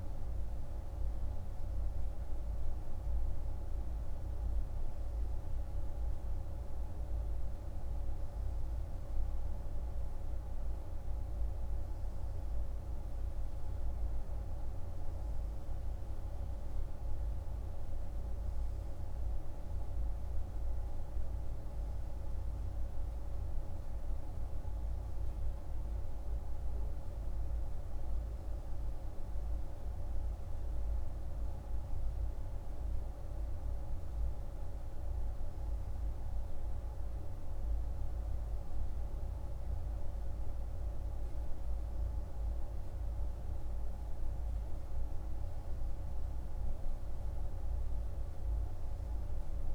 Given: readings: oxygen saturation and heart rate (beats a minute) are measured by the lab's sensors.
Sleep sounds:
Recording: breathing in sleep, hard to hear, by a room microphone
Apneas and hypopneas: none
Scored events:
none scored
From the record:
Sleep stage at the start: N3 (deep sleep)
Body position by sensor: on the right side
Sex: male

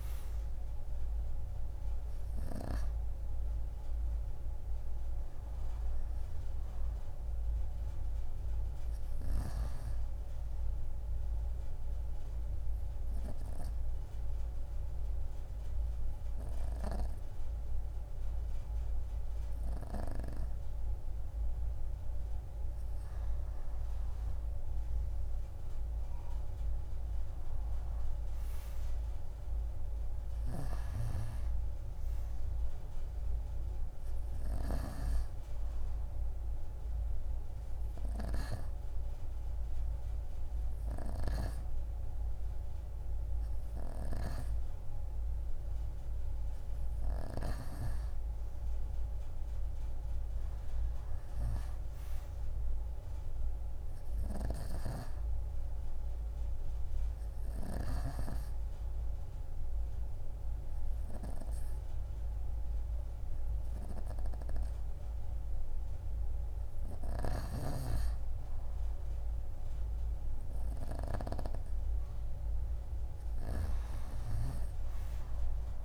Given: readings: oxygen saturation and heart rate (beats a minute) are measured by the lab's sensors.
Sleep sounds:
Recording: breathing in sleep by a room microphone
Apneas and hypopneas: 2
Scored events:
0.00-19.50 s: oxygen desaturation (device-marked, oxygen 87% lowest)
11.50-23.00 s: obstructive apnea (oxygen 92% before, 87% lowest)
26.50-29.50 s: arousal
30.50-47.50 s: oxygen desaturation (device-marked, oxygen 97% before, 90% lowest)
50.50-53.50 s: arousal
56.50-67.50 s: hypopnea (oxygen 96% before, 90% lowest)
70.00-73.00 s: arousal
From the record:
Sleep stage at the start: N2 (light sleep)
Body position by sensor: on the right side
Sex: female

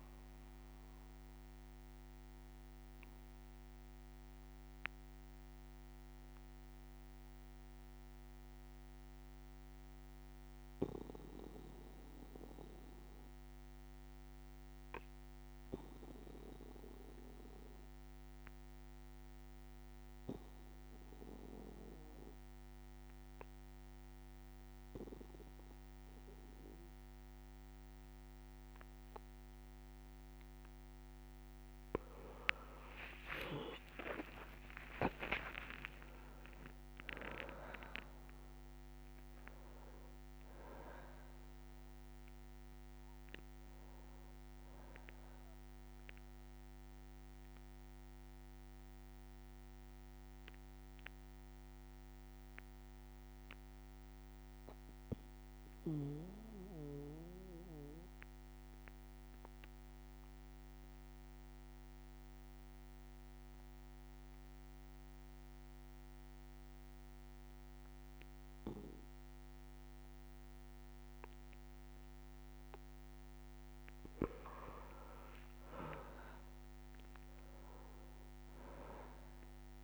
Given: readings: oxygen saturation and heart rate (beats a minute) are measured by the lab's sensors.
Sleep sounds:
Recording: breathing in sleep by a microphone on the trachea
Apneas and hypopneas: 2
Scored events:
0.00-15.50 s: oxygen desaturation (device-marked, oxygen 91% lowest, heart rate 60 extreme)
0.50-29.50 s: obstructive apnea (oxygen 99% before, 91% lowest, heart rate 63 before, 60 extreme, up 21 after)
31.50-54.50 s: oxygen desaturation (device-marked, oxygen 99% before, 91% lowest, heart rate 62 before, 61 extreme)
33.00-38.50 s: arousal
35.00-37.00 s: long interval between heartbeats (device-marked, heart rate 62 before, 82 extreme)
47.00-73.00 s: obstructive apnea (oxygen 99% before, 91% lowest, heart rate 71 before, 59 extreme, up 5 after)
69.50-79.83 s: oxygen desaturation (device-marked, oxygen 100% before, 93% lowest, heart rate 62 before, 59 extreme)
75.00-79.00 s: arousal
From the record:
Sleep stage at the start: N2 (light sleep)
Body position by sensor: on the back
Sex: male

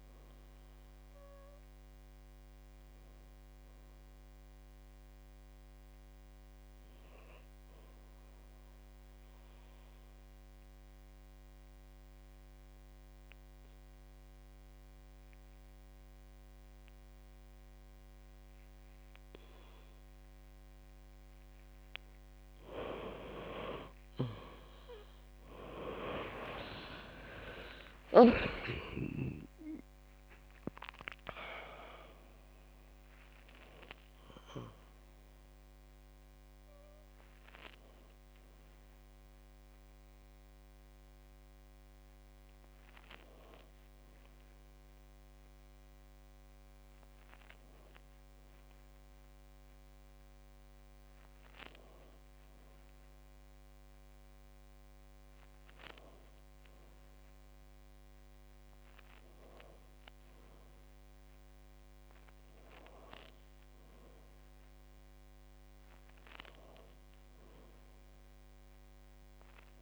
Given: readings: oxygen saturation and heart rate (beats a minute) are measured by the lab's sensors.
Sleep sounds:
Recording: breathing in sleep by a microphone on the trachea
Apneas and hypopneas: 1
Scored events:
0.00-10.00 s: oxygen desaturation (device-marked, oxygen 91% lowest, heart rate 54 extreme)
5.50-22.50 s: obstructive apnea (oxygen 97% before, 91% lowest, heart rate 63 before, 54 extreme, up 36 after)
24.00-56.00 s: oxygen desaturation (device-marked, oxygen 98% before, 91% lowest, heart rate 57 before, 53 extreme)
27.00-32.00 s: arousal
45.00-69.82 s: new sleep stage, N1 (lightest sleep)
From the record:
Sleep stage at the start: N2 (light sleep)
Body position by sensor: on the back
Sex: female

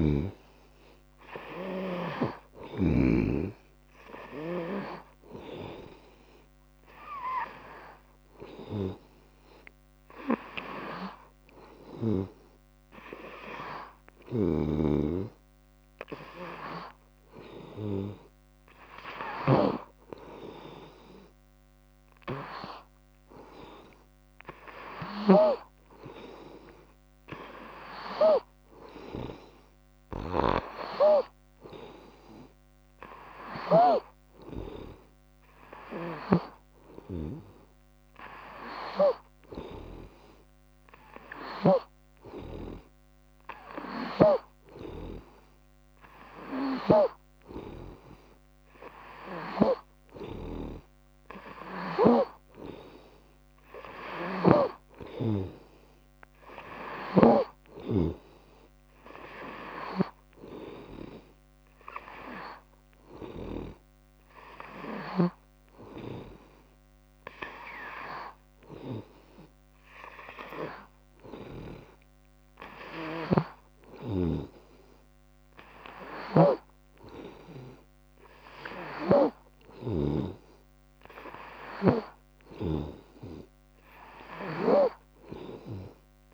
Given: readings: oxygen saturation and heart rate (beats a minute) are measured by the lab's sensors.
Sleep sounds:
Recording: breathing in sleep by a microphone on the trachea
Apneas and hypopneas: none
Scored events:
0.00-3.00 s: arousal
0.00-3.00 s: snoring (device-marked)
2.00-4.00 s: long interval between heartbeats (device-marked, heart rate 79 before, 86 extreme)
14.50-25.50 s: snoring (device-marked)
73.00-80.50 s: snoring (device-marked)
82.50-86.34 s: snoring (device-marked)
From the record:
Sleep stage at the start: N2 (light sleep)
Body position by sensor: on the right side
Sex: female

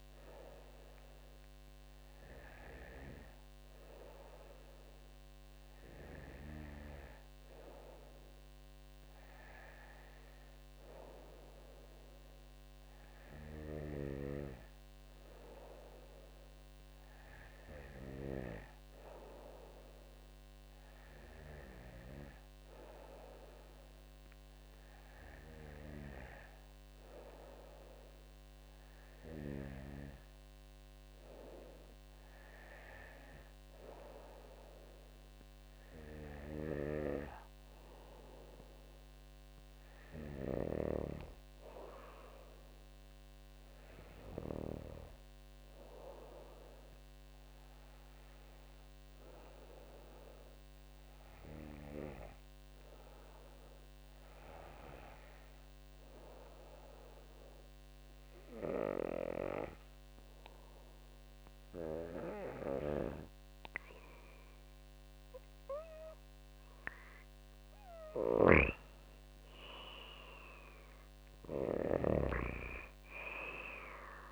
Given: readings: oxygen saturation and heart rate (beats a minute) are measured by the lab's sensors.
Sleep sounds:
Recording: breathing in sleep by a microphone on the trachea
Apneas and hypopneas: 1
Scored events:
55.00-66.50 s: hypopnea (oxygen 97% before, 95% lowest, heart rate 56 before, 49 extreme, up 3 after)
67.50-72.00 s: snoring (device-marked)
68.00-72.00 s: arousal
From the record:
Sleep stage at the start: N2 (light sleep)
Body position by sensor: on the back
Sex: female

